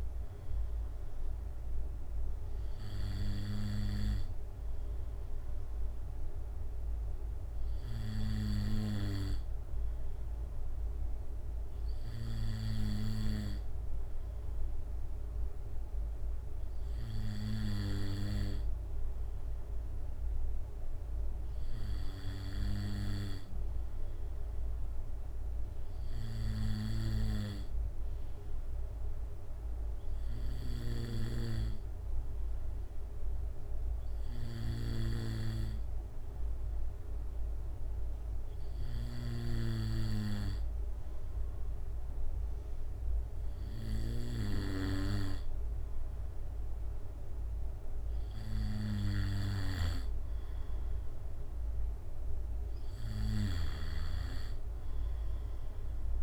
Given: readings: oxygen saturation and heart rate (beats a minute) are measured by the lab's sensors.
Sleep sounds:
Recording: breathing in sleep by a room microphone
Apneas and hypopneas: 1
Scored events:
15.00-19.50 s: arousal
25.00-44.50 s: obstructive apnea (oxygen 95% before, 94% lowest, heart rate 69 before, 67 extreme, up 1 after)
48.00-52.00 s: arousal
From the record:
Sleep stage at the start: N2 (light sleep)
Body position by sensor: on the back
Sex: male

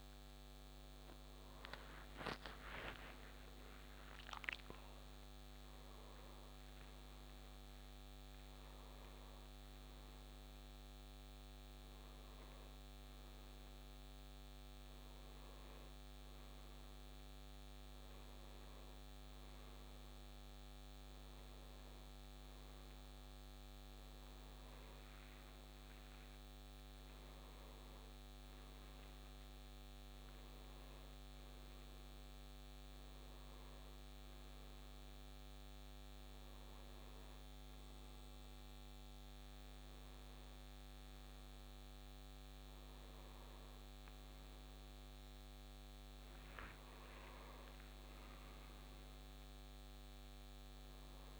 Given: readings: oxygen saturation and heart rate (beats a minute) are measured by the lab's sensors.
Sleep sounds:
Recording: a person awake in a sleep study, hard to hear, by a microphone on the trachea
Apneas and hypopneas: none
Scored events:
none scored
From the record:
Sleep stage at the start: awake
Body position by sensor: on the right side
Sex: male

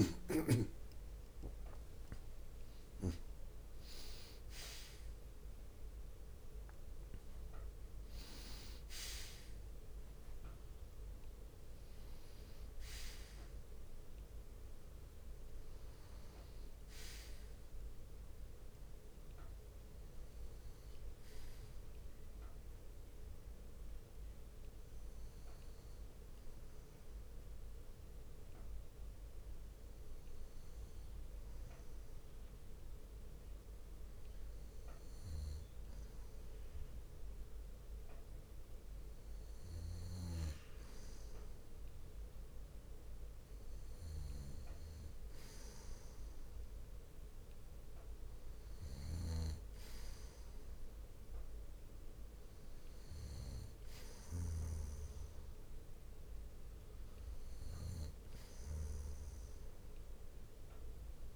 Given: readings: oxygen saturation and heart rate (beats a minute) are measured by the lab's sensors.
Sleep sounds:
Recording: breathing in sleep by a room microphone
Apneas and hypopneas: none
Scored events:
0.50-4.00 s: arousal
35.00-37.00 s: bradycardia (device-marked, heart rate 63 before, 61 extreme)
From the record:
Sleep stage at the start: N2 (light sleep)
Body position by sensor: on the back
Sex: male

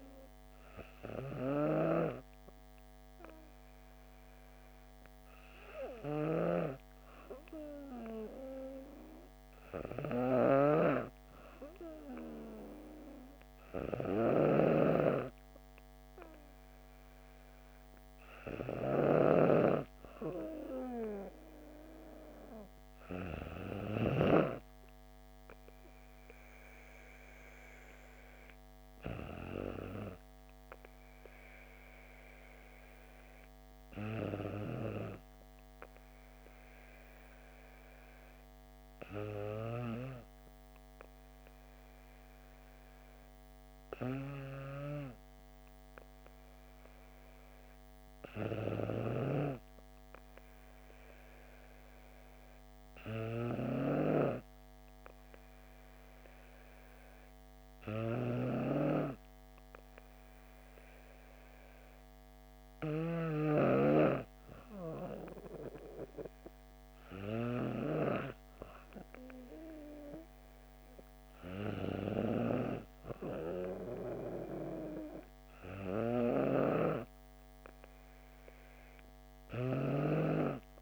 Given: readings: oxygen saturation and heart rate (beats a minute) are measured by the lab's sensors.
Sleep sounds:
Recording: breathing in sleep by a microphone on the trachea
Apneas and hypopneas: none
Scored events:
58.00-64.00 s: snoring (device-marked)
79.50-80.82 s: snoring (device-marked)
From the record:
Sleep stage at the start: N2 (light sleep)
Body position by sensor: on the back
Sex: female

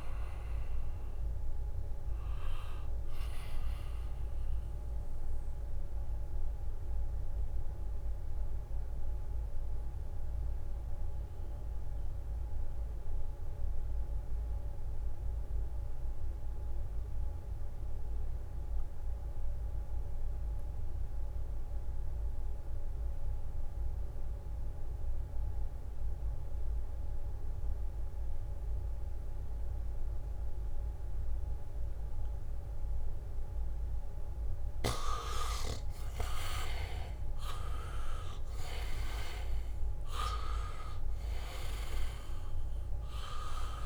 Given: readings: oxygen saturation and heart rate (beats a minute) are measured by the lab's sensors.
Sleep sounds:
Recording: breathing in sleep by a room microphone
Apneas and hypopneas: 1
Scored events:
0.00-14.50 s: oxygen desaturation (device-marked, oxygen 78% lowest, heart rate 61 extreme)
5.50-34.00 s: mixed apnea (oxygen 97% before, 78% lowest, heart rate 69 before, 64 extreme, up 0 after)
29.50-43.86 s: oxygen desaturation (device-marked, oxygen 99% before, 79% lowest, heart rate 72 before, 64 extreme)
36.50-41.00 s: arousal
From the record:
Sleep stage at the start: N2 (light sleep)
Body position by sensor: on the back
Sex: male

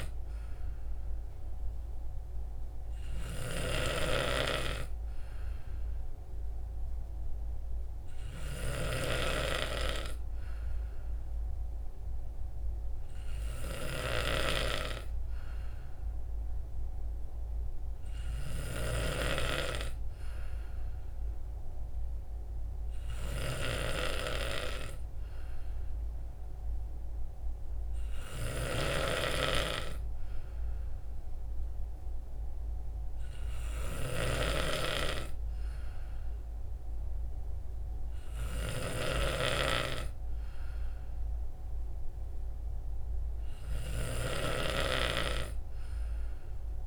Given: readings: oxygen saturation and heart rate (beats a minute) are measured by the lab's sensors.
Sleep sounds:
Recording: breathing in sleep by a room microphone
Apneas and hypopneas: none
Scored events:
none scored
From the record:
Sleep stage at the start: N2 (light sleep)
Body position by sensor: on the right side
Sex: male

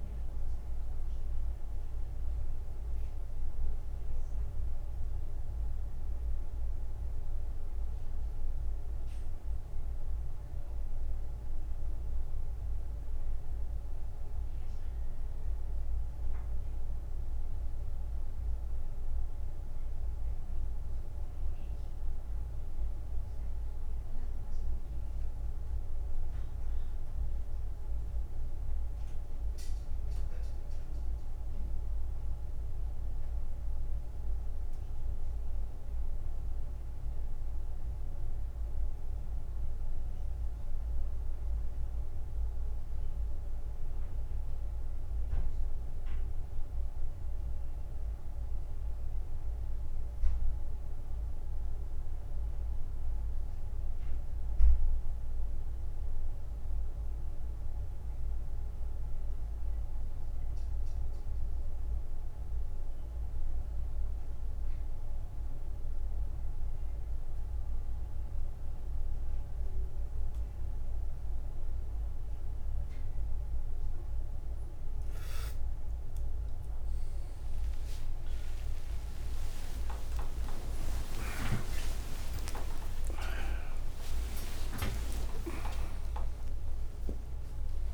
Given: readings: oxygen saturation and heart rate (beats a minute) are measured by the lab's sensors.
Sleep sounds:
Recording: a person partly awake in a sleep study, by a room microphone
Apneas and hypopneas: none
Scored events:
62.50-87.94 s: new sleep stage, awake
78.50-85.50 s: tachycardia (device-marked, heart rate 76 before, 120 extreme)
81.00-83.00 s: long interval between heartbeats (device-marked, heart rate 72 before, 91 extreme)
83.50-85.50 s: long interval between heartbeats (device-marked, heart rate 76 before, 118 extreme)
From the record:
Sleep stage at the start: N1 (lightest sleep)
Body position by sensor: on the back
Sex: male

